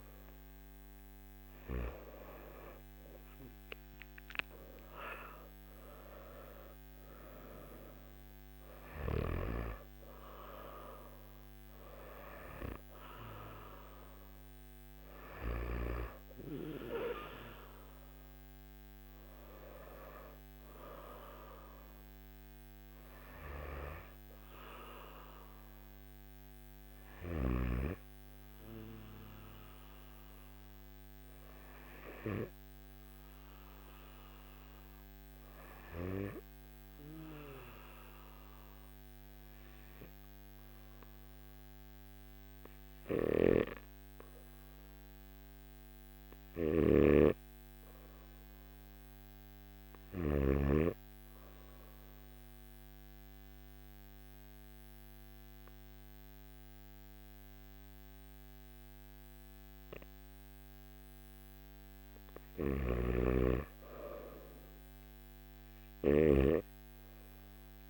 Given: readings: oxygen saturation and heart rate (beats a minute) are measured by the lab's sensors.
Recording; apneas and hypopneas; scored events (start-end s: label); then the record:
breathing in sleep by a microphone on the trachea; 2
7.00-23.00 s: oxygen desaturation (device-marked, oxygen 96% before, 92% lowest, heart rate 54 before, 50 extreme)
29.00-45.50 s: hypopnea (oxygen 96% before, 92% lowest, heart rate 55 before, 49 extreme, up 3 after)
46.00-50.00 s: snoring (device-marked)
51.50-62.00 s: obstructive apnea (oxygen 99% before, 92% lowest, heart rate 53 before, 46 extreme, up 4 after)
62.50-67.90 s: snoring (device-marked)
From the record:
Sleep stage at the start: N3 (deep sleep); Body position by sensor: on the back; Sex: male